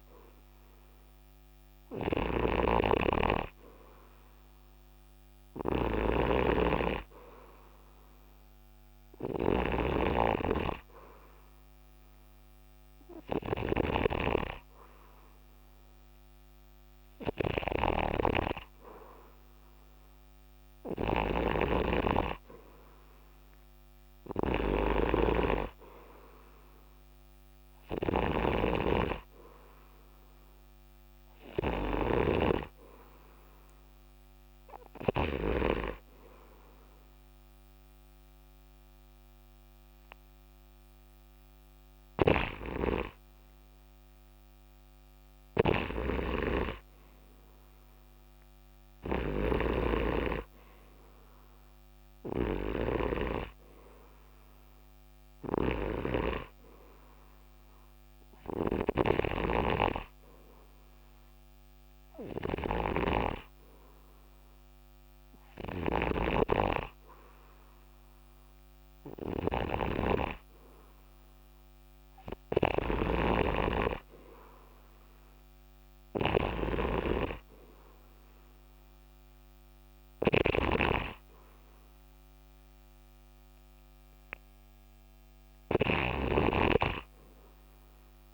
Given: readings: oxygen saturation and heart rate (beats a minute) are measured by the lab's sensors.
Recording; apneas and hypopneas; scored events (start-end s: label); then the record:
breathing in sleep by a microphone on the trachea; 2
0.00-36.00 s: snoring (device-marked)
10.00-21.50 s: hypopnea (oxygen 93% before, 88% lowest, heart rate 79 before, 71 extreme, up 4 after)
23.00-43.00 s: oxygen desaturation (device-marked, oxygen 92% before, 88% lowest, heart rate 76 before, 72 extreme)
23.50-27.00 s: arousal
42.50-88.34 s: snoring (device-marked)
57.50-69.50 s: hypopnea (oxygen 90% before, 89% lowest, heart rate 74 before, 73 extreme, up 6 after)
72.00-74.50 s: arousal
From the record:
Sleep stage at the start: N2 (light sleep); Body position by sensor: on the right side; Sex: male